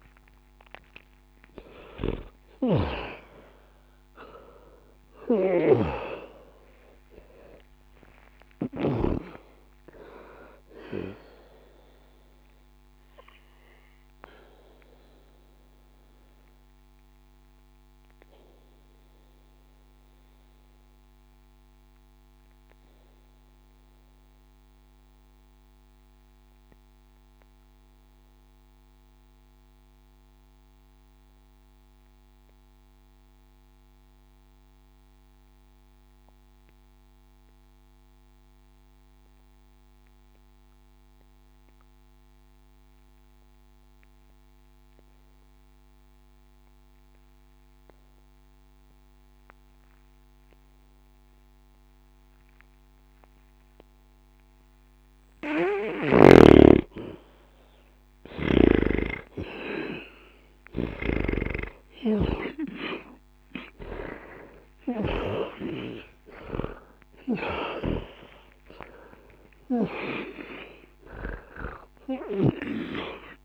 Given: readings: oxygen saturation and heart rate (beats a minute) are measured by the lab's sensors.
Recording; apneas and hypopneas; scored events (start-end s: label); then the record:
breathing in sleep by a microphone on the trachea; 1
0.00-37.00 s: oxygen desaturation (device-marked, oxygen 76% lowest, heart rate 59 extreme)
13.00-55.50 s: obstructive apnea (oxygen 94% before, 76% lowest, heart rate 65 before, 59 extreme, up 4 after)
52.00-73.45 s: oxygen desaturation (device-marked, oxygen 98% before, 77% lowest, heart rate 60 before, 60 extreme)
56.00-61.00 s: snoring (device-marked)
61.00-66.50 s: arousal
From the record:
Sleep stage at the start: N2 (light sleep); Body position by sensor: on the back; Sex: male